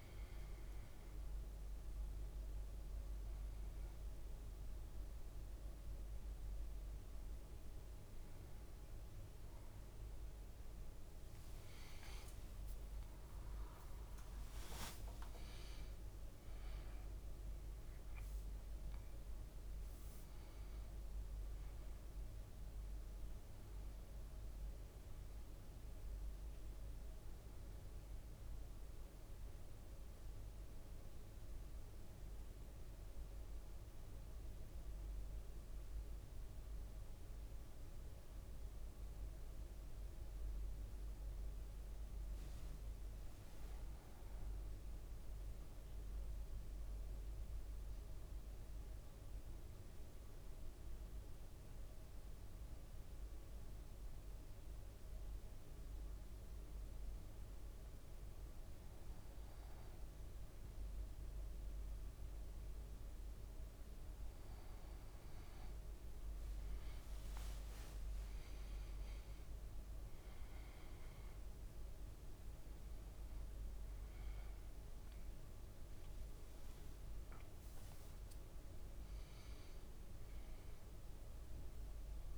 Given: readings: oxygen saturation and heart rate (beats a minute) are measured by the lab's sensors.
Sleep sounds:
breathing in sleep, hard to hear, by a room microphone; 1
0.00-13.50 s: oxygen desaturation (device-marked, oxygen 95% lowest, heart rate 55 extreme)
5.50-65.50 s: new sleep stage, N1 (lightest sleep)
14.00-19.50 s: arousal
41.50-44.00 s: leg movement (device-marked)
45.50-57.50 s: central apnea (oxygen 99% before, 95% lowest, heart rate 57 before, 55 extreme, up 3 after)
64.50-82.38 s: oxygen desaturation (device-marked, oxygen 98% before, 95% lowest, heart rate 57 before, 57 extreme)
65.50-68.50 s: leg movement (device-marked)
65.50-82.38 s: new sleep stage, awake
From the record:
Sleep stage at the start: N2 (light sleep); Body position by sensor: on the back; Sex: male

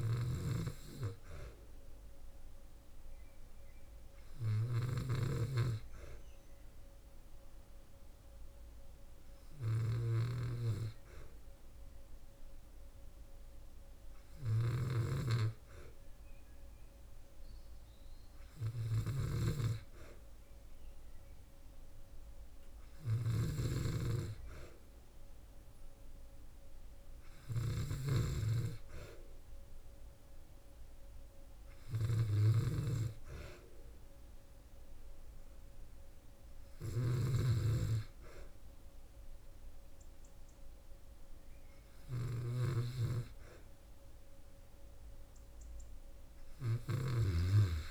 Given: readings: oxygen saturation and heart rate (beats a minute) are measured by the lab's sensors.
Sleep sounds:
breathing in sleep by a room microphone; none
27.00-36.50 s: snoring (device-marked)
From the record:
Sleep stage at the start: N2 (light sleep); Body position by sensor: on the back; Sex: female

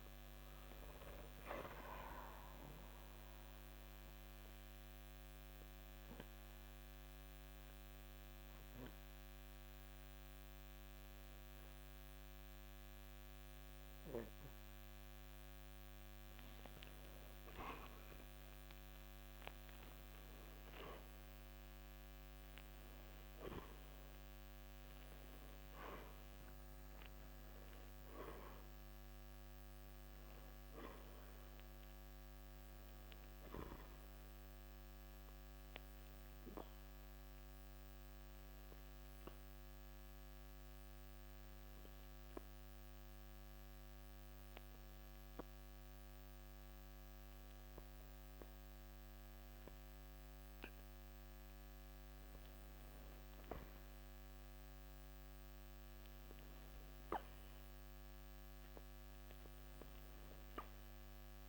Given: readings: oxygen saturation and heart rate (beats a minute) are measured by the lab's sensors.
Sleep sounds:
breathing in sleep by a microphone on the trachea; 2
2.00-22.00 s: oxygen desaturation (device-marked, oxygen 97% before, 93% lowest)
3.50-16.00 s: obstructive apnea (oxygen 97% before, 93% lowest)
18.50-24.00 s: arousal
36.50-52.50 s: obstructive apnea (oxygen 96% before, 91% lowest, heart rate 71 before, 55 extreme, up 29 after)
54.00-57.50 s: arousal
58.00-61.49 s: oxygen desaturation (device-marked, oxygen 98% before, 93% lowest, heart rate 59 before, 55 extreme)
From the record:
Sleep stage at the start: N2 (light sleep); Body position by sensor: on the back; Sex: male

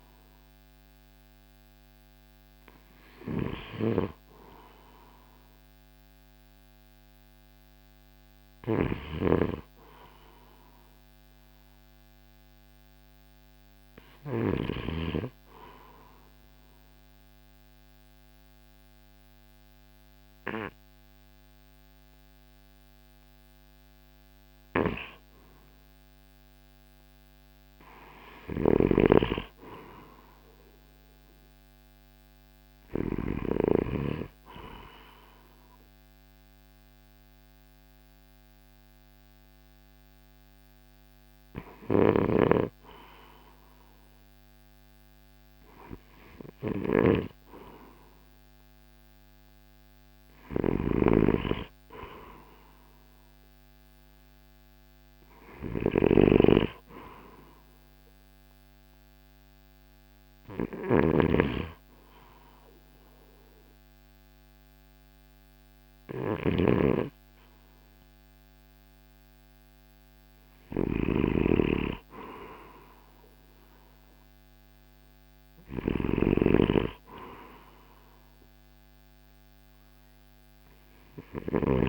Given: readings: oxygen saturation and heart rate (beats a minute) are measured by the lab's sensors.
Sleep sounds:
breathing in sleep by a microphone on the trachea; 2
0.50-12.50 s: oxygen desaturation (device-marked, oxygen 93% before, 82% lowest, heart rate 63 before, 53 extreme)
8.00-14.50 s: snoring (device-marked)
14.50-24.50 s: obstructive apnea (oxygen 98% before, 91% lowest, heart rate 57 before, 48 extreme, up 4 after)
26.50-30.00 s: arousal
28.00-33.00 s: snoring (device-marked)
35.00-49.50 s: hypopnea (oxygen 98% before, 91% lowest, heart rate 56 before, 48 extreme, up 12 after)
41.50-81.89 s: snoring (device-marked)
49.50-58.50 s: oxygen desaturation (device-marked, oxygen 94% before, 91% lowest, heart rate 54 before, 55 extreme)
51.00-54.50 s: arousal
From the record:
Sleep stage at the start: N2 (light sleep); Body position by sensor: on the right side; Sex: male

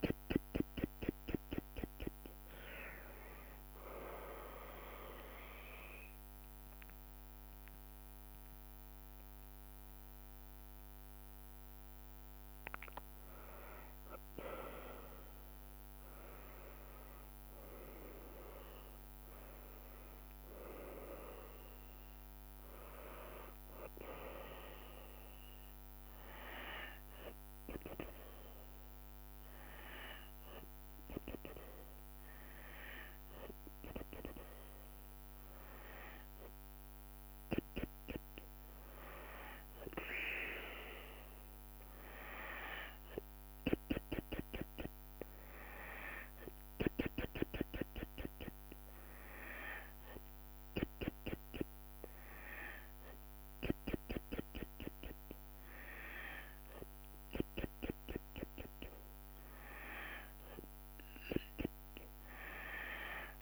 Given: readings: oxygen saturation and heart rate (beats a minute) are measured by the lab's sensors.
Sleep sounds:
breathing in sleep by a microphone on the trachea; 1
4.50-14.50 s: mixed apnea (oxygen 96% before, 93% lowest, heart rate 72 before, 67 extreme, up 4 after)
17.00-21.00 s: arousal
20.50-32.50 s: oxygen desaturation (device-marked, oxygen 96% before, 93% lowest, heart rate 76 before, 67 extreme)
From the record:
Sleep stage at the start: N2 (light sleep); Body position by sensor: on the back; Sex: female

